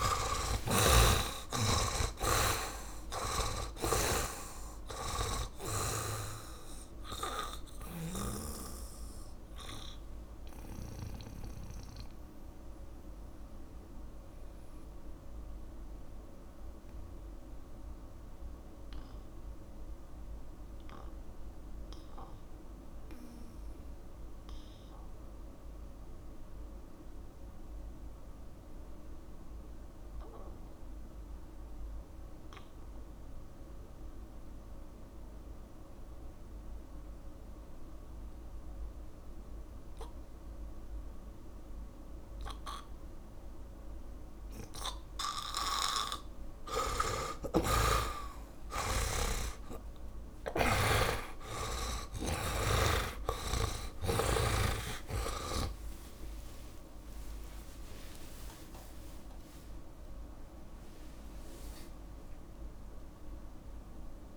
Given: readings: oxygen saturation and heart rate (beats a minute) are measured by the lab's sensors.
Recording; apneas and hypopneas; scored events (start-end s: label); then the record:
breathing in sleep by a room microphone; 1
0.00-3.50 s: arousal
0.00-26.50 s: oxygen desaturation (device-marked, oxygen 72% lowest)
2.00-6.50 s: snoring (device-marked)
9.00-45.50 s: mixed apnea (oxygen 100% before, 72% lowest)
31.50-64.37 s: oxygen desaturation (device-marked, oxygen 100% before, 78% lowest)
48.00-55.00 s: snoring (device-marked)
48.50-55.50 s: arousal
From the record:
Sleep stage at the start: N2 (light sleep); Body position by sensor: on the back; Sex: male